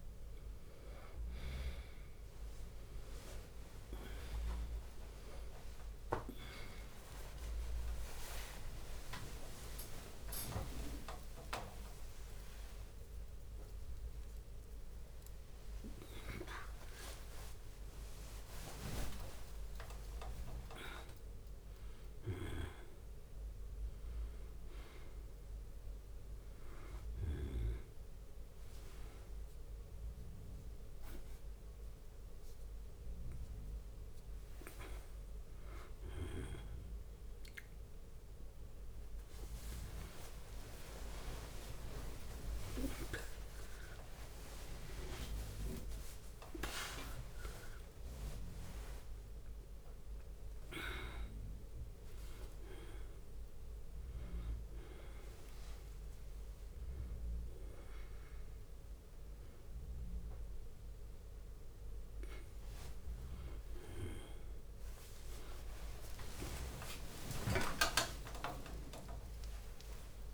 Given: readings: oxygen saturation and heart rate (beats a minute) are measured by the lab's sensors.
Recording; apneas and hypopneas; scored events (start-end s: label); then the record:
a person awake in a sleep study, by a room microphone; none
3.50-20.50 s: tachycardia (device-marked, heart rate 64 before, 208 extreme)
3.50-28.50 s: drop in pulse transit time (device-marked, heart rate 52 before, 59 extreme)
3.50-33.50 s: oxygen desaturation (device-marked, oxygen 99% before, 92% lowest, heart rate 52 before, 59 extreme)
4.00-6.00 s: long interval between heartbeats (device-marked, heart rate 52 before, 66 extreme)
6.00-8.00 s: long interval between heartbeats (device-marked, heart rate 53 before, 80 extreme)
8.50-70.34 s: new sleep stage, awake
9.00-11.00 s: long interval between heartbeats (device-marked, heart rate 60 before, 159 extreme)
11.00-13.00 s: long interval between heartbeats (device-marked, heart rate 71 before, 193 extreme)
13.00-15.00 s: long interval between heartbeats (device-marked, heart rate 86 before, 178 extreme)
16.00-18.00 s: long interval between heartbeats (device-marked, heart rate 106 before, 166 extreme)
18.50-20.50 s: long interval between heartbeats (device-marked, heart rate 123 before, 135 extreme)
22.00-24.00 s: long interval between heartbeats (device-marked, heart rate 136 before, 104 extreme)
26.50-28.50 s: long interval between heartbeats (device-marked, heart rate 141 before, 65 extreme)
34.50-36.50 s: long interval between heartbeats (device-marked, heart rate 100 before, 83 extreme)
42.00-44.00 s: long interval between heartbeats (device-marked, heart rate 76 before, 70 extreme)
45.00-47.00 s: long interval between heartbeats (device-marked, heart rate 72 before, 88 extreme)
48.50-55.50 s: tachycardia (device-marked, heart rate 67 before, 146 extreme)
50.00-52.00 s: long interval between heartbeats (device-marked, heart rate 77 before, 96 extreme)
53.00-55.00 s: long interval between heartbeats (device-marked, heart rate 82 before, 142 extreme)
55.50-57.50 s: long interval between heartbeats (device-marked, heart rate 93 before, 130 extreme)
60.50-62.50 s: long interval between heartbeats (device-marked, heart rate 101 before, 73 extreme)
60.50-70.34 s: tachycardia (device-marked, heart rate 69 before, 214 extreme)
63.00-65.00 s: long interval between heartbeats (device-marked, heart rate 101 before, 88 extreme)
65.00-67.00 s: long interval between heartbeats (device-marked, heart rate 104 before, 126 extreme)
67.50-70.34 s: drop in pulse transit time (device-marked, heart rate 111 before, 167 extreme)
From the record:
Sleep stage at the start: N2 (light sleep); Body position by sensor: on the back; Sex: male